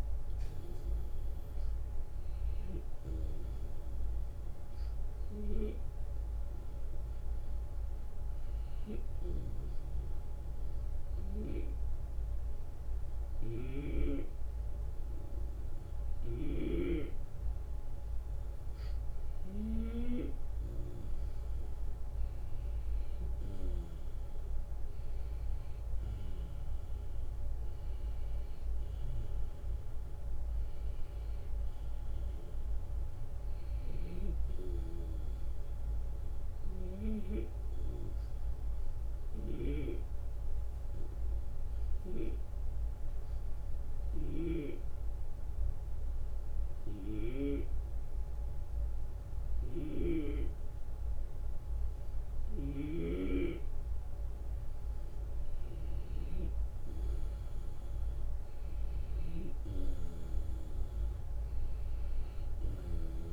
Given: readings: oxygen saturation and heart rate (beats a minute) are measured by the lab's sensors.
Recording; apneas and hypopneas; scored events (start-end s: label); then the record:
breathing in sleep by a room microphone; 2
2.00-19.00 s: obstructive apnea (oxygen 94% before, 90% lowest, heart rate 80 before, 75 extreme, up 5 after)
13.00-16.50 s: snoring (device-marked)
21.50-27.50 s: arousal
36.50-54.50 s: obstructive apnea (oxygen 96% before, 91% lowest, heart rate 78 before, 75 extreme, up 5 after)
39.00-50.00 s: snoring (device-marked)
56.50-62.00 s: arousal
From the record:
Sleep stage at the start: N2 (light sleep); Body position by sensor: on the back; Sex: male